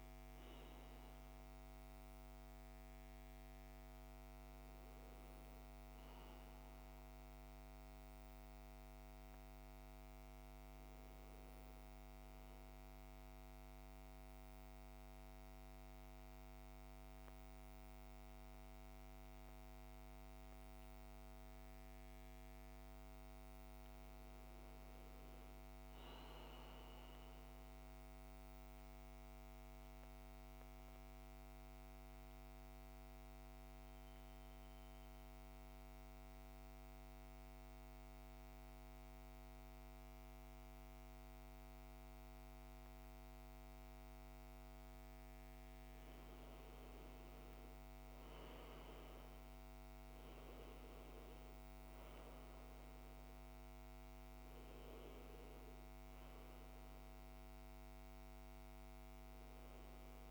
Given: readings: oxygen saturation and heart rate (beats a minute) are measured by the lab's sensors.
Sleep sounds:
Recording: breathing in sleep, hard to hear, by a microphone on the trachea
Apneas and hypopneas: 2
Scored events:
12.50-23.50 s: central apnea (oxygen 99% before, 87% lowest, heart rate 69 before, 55 extreme, up 4 after)
24.50-28.00 s: arousal
27.00-60.31 s: new sleep stage, N2 (light sleep)
32.00-40.00 s: oxygen desaturation (device-marked, oxygen 98% before, 94% lowest, heart rate 58 before, 56 extreme)
33.00-45.50 s: central apnea (oxygen 99% before, 87% lowest, heart rate 58 before, 55 extreme, up 11 after)
47.50-51.00 s: arousal
49.00-60.31 s: oxygen desaturation (device-marked, oxygen 96% before, 87% lowest, heart rate 57 before, 55 extreme)
From the record:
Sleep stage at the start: N1 (lightest sleep)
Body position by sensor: on the back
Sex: male

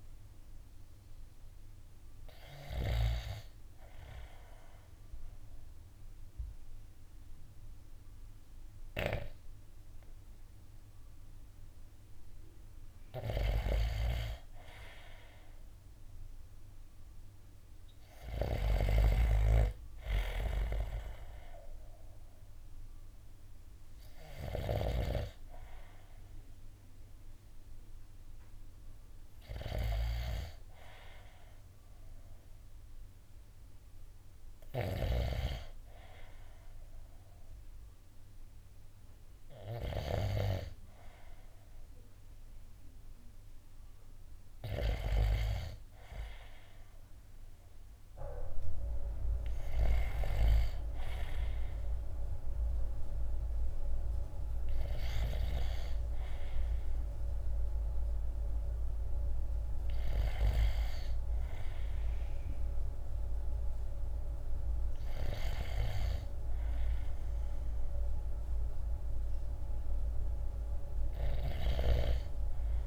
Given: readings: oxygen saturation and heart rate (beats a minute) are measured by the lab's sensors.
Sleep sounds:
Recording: breathing in sleep by a room microphone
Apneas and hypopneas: 1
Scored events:
3.50-13.50 s: obstructive apnea (oxygen 95% before, 94% lowest, heart rate 58 before, 59 extreme, up 4 after)
12.50-44.50 s: snoring (device-marked)
15.50-19.00 s: arousal
From the record:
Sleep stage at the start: N2 (light sleep)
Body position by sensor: on the right side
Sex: male

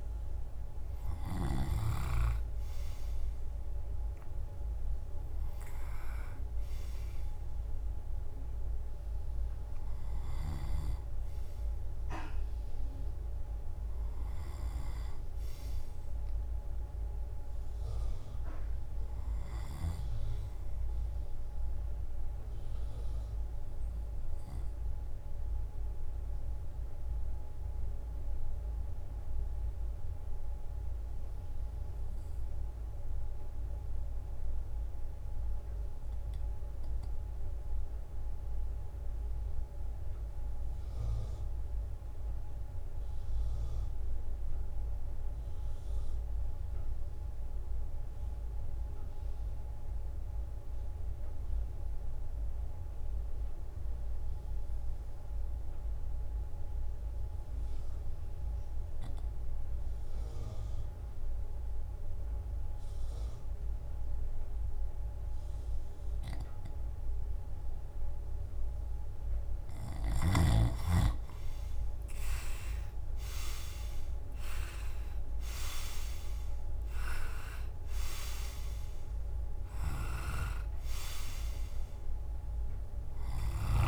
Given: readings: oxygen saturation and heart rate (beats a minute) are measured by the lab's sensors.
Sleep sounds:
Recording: breathing in sleep by a room microphone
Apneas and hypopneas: 1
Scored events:
0.00-3.50 s: drop in pulse transit time (device-marked, heart rate 71 extreme)
0.00-21.50 s: oxygen desaturation (device-marked, oxygen 79% lowest, heart rate 55 extreme)
3.50-83.88 s: new sleep stage, REM sleep
23.00-71.00 s: mixed apnea (oxygen 97% before, 84% lowest, heart rate 68 before, 55 extreme, up 15 after)
49.50-83.88 s: oxygen desaturation (device-marked, oxygen 98% before, 84% lowest, heart rate 57 before, 59 extreme)
72.50-76.50 s: arousal
73.50-83.88 s: drop in pulse transit time (device-marked, heart rate 61 before, 66 extreme)
From the record:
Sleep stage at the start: N2 (light sleep)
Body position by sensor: on the left side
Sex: male

